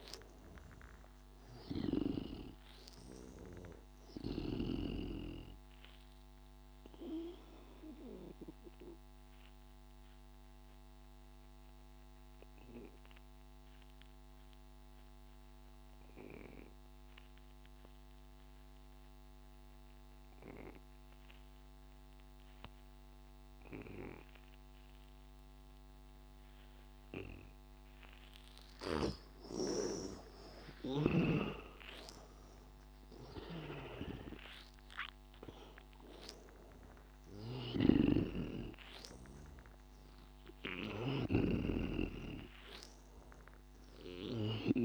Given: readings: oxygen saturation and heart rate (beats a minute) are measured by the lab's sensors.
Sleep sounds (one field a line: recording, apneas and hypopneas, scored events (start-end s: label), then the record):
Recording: breathing in sleep by a microphone on the trachea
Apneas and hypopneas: 1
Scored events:
0.00-14.00 s: oxygen desaturation (device-marked, oxygen 84% lowest, heart rate 83 extreme)
6.00-29.00 s: obstructive apnea (oxygen 98% before, 81% lowest, heart rate 87 before, 83 extreme, up 7 after)
28.00-44.85 s: oxygen desaturation (device-marked, oxygen 99% before, 81% lowest, heart rate 86 before, 83 extreme)
32.50-36.00 s: arousal
37.50-44.85 s: snoring (device-marked)
From the record:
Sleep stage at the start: N2 (light sleep)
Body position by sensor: on the back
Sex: male